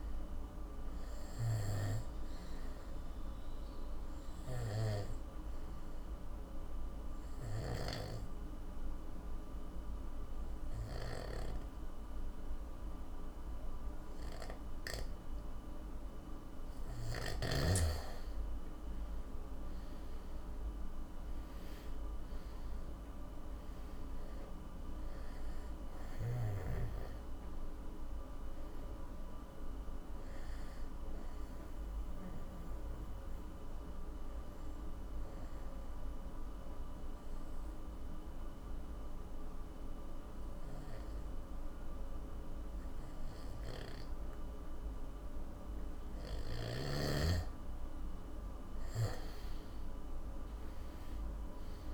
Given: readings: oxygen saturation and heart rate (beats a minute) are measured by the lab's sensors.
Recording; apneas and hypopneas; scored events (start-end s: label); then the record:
breathing in sleep by a room microphone; 2
0.00-1.00 s: arousal
4.00-17.00 s: obstructive apnea (oxygen 95% before, 86% lowest, heart rate 59 before, 50 extreme, up 19 after)
19.00-23.00 s: arousal
24.00-44.00 s: oxygen desaturation (device-marked, oxygen 94% before, 86% lowest, heart rate 56 before, 48 extreme)
32.00-46.50 s: obstructive apnea (oxygen 94% before, 86% lowest, heart rate 60 before, 48 extreme, up 22 after)
49.00-51.94 s: arousal
50.00-51.94 s: oxygen desaturation (device-marked, oxygen 98% before, 86% lowest, heart rate 57 before, 48 extreme)
From the record:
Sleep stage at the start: N2 (light sleep); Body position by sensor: on the back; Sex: male